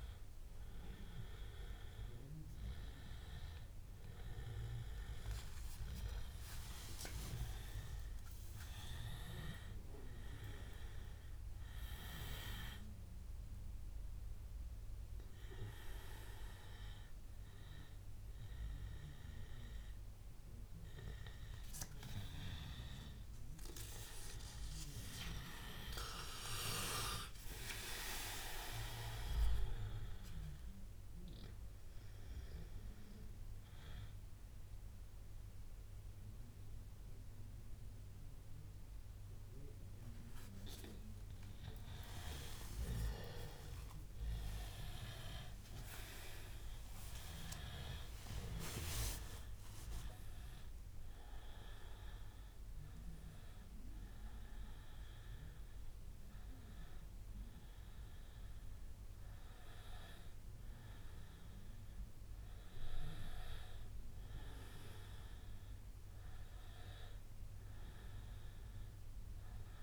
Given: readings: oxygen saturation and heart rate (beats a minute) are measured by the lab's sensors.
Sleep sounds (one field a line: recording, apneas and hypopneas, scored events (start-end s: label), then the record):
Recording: a person partly awake in a sleep study, by a room microphone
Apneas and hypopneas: none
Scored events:
51.50-69.83 s: new sleep stage, awake
From the record:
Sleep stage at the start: N1 (lightest sleep)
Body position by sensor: on the back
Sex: male